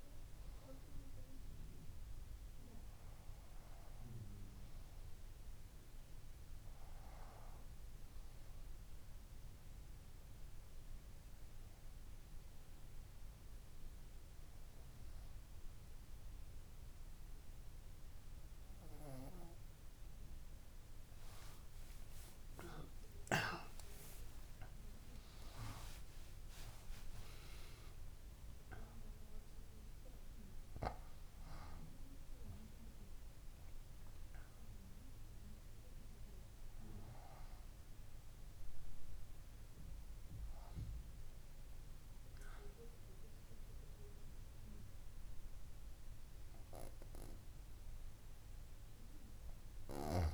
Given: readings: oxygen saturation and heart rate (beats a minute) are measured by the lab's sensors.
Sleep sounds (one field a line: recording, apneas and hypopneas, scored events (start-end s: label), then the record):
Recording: breathing in sleep by a room microphone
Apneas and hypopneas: none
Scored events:
21.50-26.50 s: arousal
23.00-25.00 s: long interval between heartbeats (device-marked, heart rate 64 before, 87 extreme)
25.00-27.00 s: long interval between heartbeats (device-marked, heart rate 67 before, 106 extreme)
28.00-30.00 s: long interval between heartbeats (device-marked, heart rate 75 before, 118 extreme)
42.00-44.00 s: long interval between heartbeats (device-marked, heart rate 94 before, 84 extreme)
From the record:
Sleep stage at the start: N2 (light sleep)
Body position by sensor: on the front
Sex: female